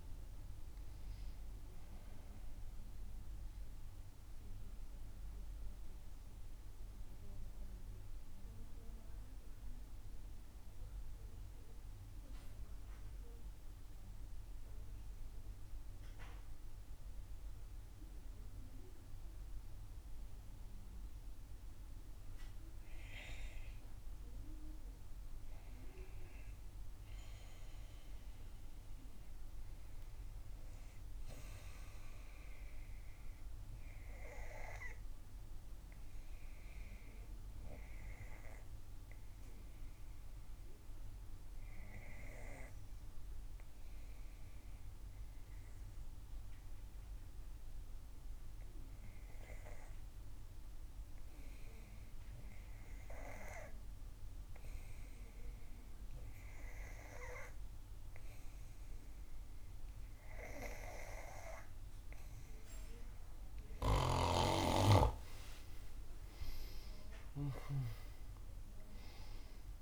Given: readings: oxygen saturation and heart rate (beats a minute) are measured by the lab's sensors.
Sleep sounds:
breathing in sleep by a room microphone; 2
7.50-21.50 s: central apnea (oxygen 94% before, 91% lowest, heart rate 62 before, 57 extreme, up 3 after)
24.50-28.50 s: arousal
34.50-47.50 s: oxygen desaturation (device-marked, oxygen 97% before, 93% lowest, heart rate 59 before, 57 extreme)
35.00-63.00 s: obstructive apnea (oxygen 98% before, 91% lowest, heart rate 59 before, 56 extreme, up 5 after)
63.50-67.50 s: snoring (device-marked)
65.00-69.82 s: arousal
From the record:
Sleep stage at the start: N2 (light sleep); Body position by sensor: on the back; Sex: female

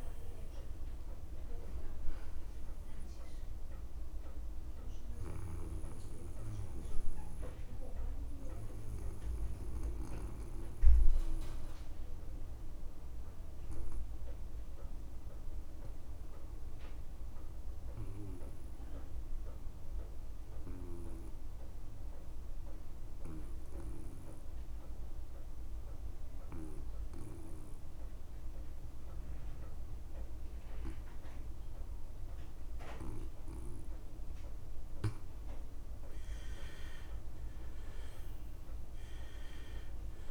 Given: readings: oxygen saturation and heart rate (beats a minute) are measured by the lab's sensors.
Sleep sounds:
breathing in sleep by a room microphone; 1
0.00-23.00 s: oxygen desaturation (device-marked, oxygen 85% lowest)
6.00-35.00 s: mixed apnea (oxygen 100% before, 82% lowest)
35.50-39.50 s: arousal
37.00-40.31 s: oxygen desaturation (device-marked, oxygen 98% before, 82% lowest)
From the record:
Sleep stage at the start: N2 (light sleep); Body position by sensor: on the back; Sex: male

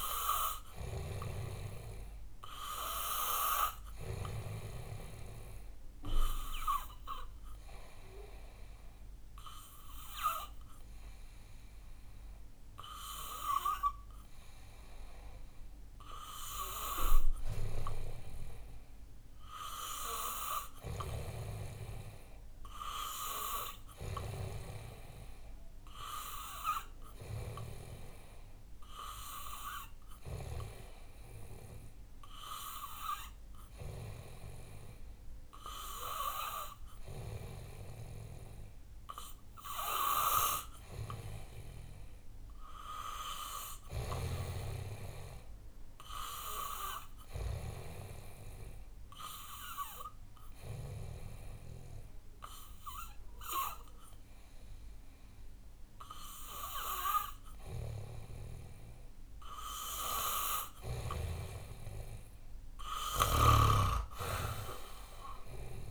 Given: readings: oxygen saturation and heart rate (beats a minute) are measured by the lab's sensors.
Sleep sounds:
breathing in sleep by a room microphone; 2
0.00-1.50 s: arousal
5.50-22.50 s: oxygen desaturation (device-marked, oxygen 97% before, 90% lowest, heart rate 65 before, 64 extreme)
6.50-18.50 s: obstructive apnea (oxygen 97% before, 90% lowest, heart rate 65 before, 64 extreme, up 7 after)
23.00-27.50 s: arousal
48.00-59.50 s: obstructive apnea (oxygen 93% before, 90% lowest, heart rate 70 before, 62 extreme, up 1 after)
61.50-64.00 s: arousal
63.50-65.91 s: snoring (device-marked)
From the record:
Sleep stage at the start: N2 (light sleep); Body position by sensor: on the back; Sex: male

